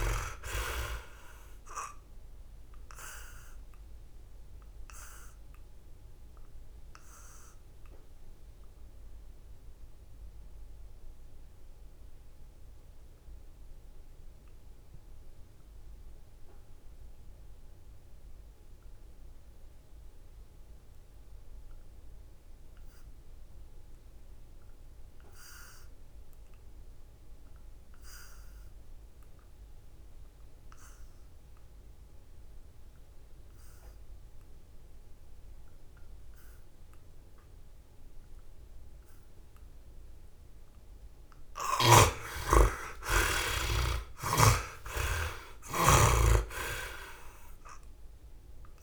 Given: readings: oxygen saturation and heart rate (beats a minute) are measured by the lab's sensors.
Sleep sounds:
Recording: breathing in sleep by a room microphone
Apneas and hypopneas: 1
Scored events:
0.00-26.00 s: oxygen desaturation (device-marked, oxygen 56% lowest, heart rate 66 extreme)
2.00-40.00 s: obstructive apnea (oxygen 89% before, 56% lowest, heart rate 74 before, 61 extreme, up 10 after)
28.00-48.83 s: oxygen desaturation (device-marked, oxygen 91% before, 56% lowest, heart rate 68 before, 61 extreme)
42.00-46.00 s: arousal
From the record:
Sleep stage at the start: N2 (light sleep)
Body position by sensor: on the back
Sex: male

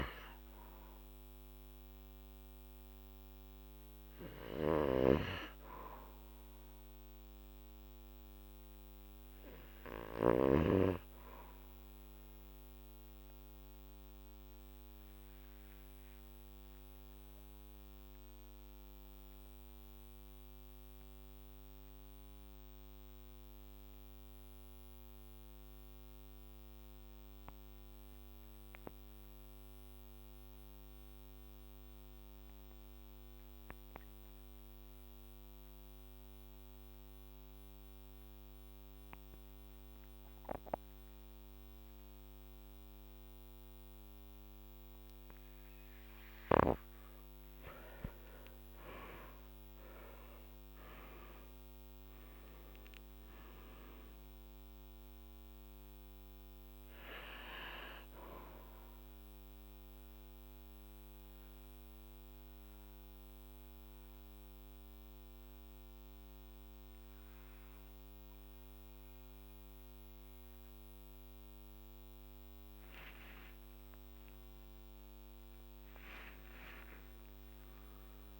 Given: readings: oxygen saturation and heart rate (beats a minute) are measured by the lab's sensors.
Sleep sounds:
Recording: breathing in sleep by a microphone on the trachea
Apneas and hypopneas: 2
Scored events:
0.00-10.50 s: snoring (device-marked)
0.00-26.50 s: oxygen desaturation (device-marked, oxygen 86% lowest, heart rate 47 extreme)
13.50-46.50 s: mixed apnea (oxygen 96% before, 83% lowest, heart rate 51 before, 46 extreme, up 17 after)
48.00-52.50 s: arousal
59.50-72.50 s: mixed apnea (oxygen 98% before, 83% lowest, heart rate 56 before, 46 extreme, up 48 after)
74.00-78.40 s: arousal
74.50-76.50 s: long interval between heartbeats (device-marked, heart rate 53 before, 88 extreme)
From the record:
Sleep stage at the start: N2 (light sleep)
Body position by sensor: on the back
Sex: male

